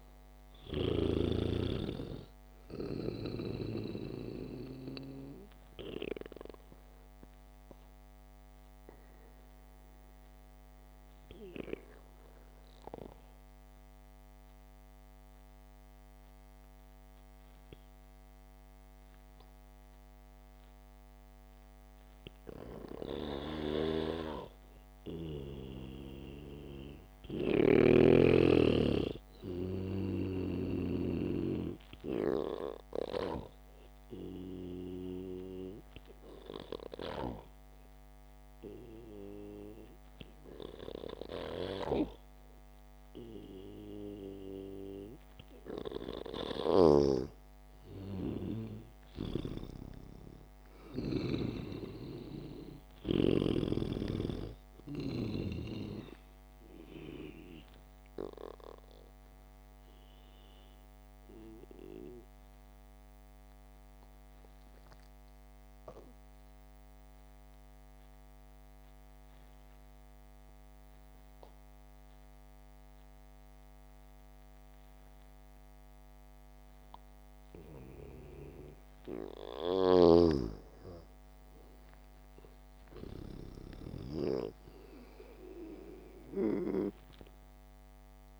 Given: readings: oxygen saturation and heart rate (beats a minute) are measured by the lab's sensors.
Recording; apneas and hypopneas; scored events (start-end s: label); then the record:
breathing in sleep by a microphone on the trachea; 3
2.00-7.00 s: oxygen desaturation (device-marked, oxygen 96% before, 92% lowest, heart rate 67 before, 62 extreme)
8.50-24.50 s: obstructive apnea (oxygen 98% before, 90% lowest, heart rate 68 before, 61 extreme, up 0 after)
16.00-22.00 s: oxygen desaturation (device-marked, oxygen 93% before, 90% lowest, heart rate 70 before, 61 extreme)
24.50-28.50 s: snoring (device-marked)
26.50-30.50 s: arousal
31.00-53.00 s: oxygen desaturation (device-marked, oxygen 99% before, 93% lowest, heart rate 68 before, 62 extreme)
35.50-47.00 s: hypopnea (oxygen 99% before, 93% lowest, heart rate 66 before, 65 extreme, up 8 after)
49.00-53.50 s: arousal
50.00-54.00 s: snoring (device-marked)
62.50-79.50 s: mixed apnea (oxygen 95% before, 91% lowest, heart rate 68 before, 64 extreme, up 4 after)
80.50-85.00 s: snoring (device-marked)
82.00-86.50 s: arousal
From the record:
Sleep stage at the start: N2 (light sleep); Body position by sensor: on the back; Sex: male